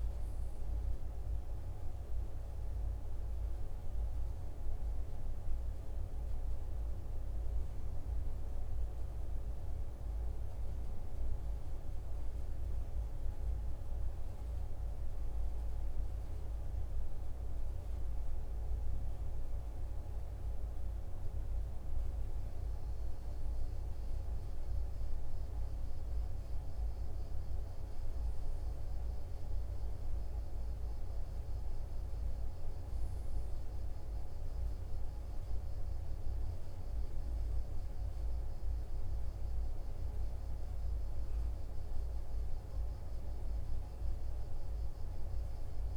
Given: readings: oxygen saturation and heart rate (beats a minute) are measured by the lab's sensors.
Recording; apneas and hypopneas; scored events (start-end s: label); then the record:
breathing in sleep, hard to hear, by a room microphone; none
none scored
From the record:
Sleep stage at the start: N1 (lightest sleep); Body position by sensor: on the right side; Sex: male